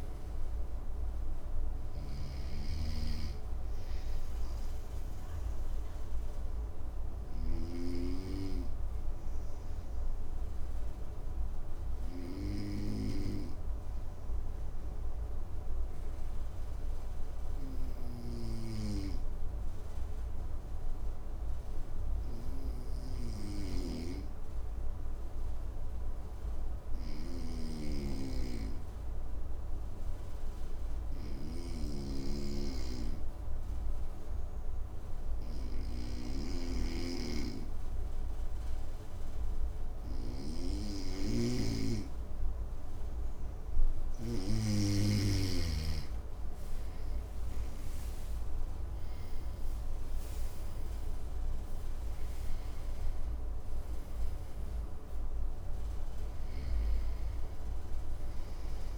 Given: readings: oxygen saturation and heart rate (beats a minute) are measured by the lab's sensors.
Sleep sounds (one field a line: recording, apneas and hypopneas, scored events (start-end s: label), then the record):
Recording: breathing in sleep by a room microphone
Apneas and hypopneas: 1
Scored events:
0.00-3.00 s: oxygen desaturation (device-marked, oxygen 94% lowest, heart rate 55 extreme)
1.00-7.00 s: snoring (device-marked)
3.00-44.00 s: obstructive apnea (oxygen 97% before, 93% lowest, heart rate 61 before, 54 extreme, up 14 after)
23.00-47.00 s: snoring (device-marked)
37.00-58.98 s: oxygen desaturation (device-marked, oxygen 99% before, 93% lowest, heart rate 56 before, 55 extreme)
45.00-49.50 s: arousal
From the record:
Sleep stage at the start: N2 (light sleep)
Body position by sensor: on the right side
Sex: male